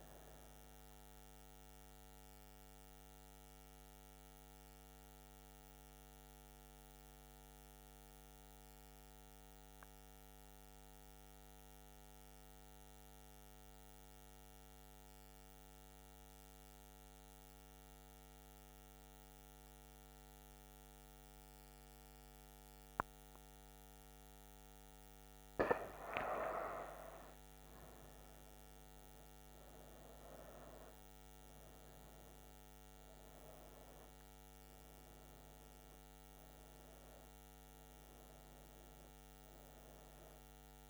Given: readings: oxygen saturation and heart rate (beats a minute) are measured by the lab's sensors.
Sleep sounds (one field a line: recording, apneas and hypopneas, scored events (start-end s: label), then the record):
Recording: breathing in sleep, hard to hear, by a microphone on the trachea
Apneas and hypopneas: 1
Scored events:
1.50-24.50 s: mixed apnea (oxygen 98% before, 94% lowest, heart rate 75 before, 66 extreme, up 18 after)
25.50-30.00 s: arousal
28.50-40.90 s: oxygen desaturation (device-marked, oxygen 98% before, 94% lowest, heart rate 70 before, 66 extreme)
From the record:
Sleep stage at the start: N2 (light sleep)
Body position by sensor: on the back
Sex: female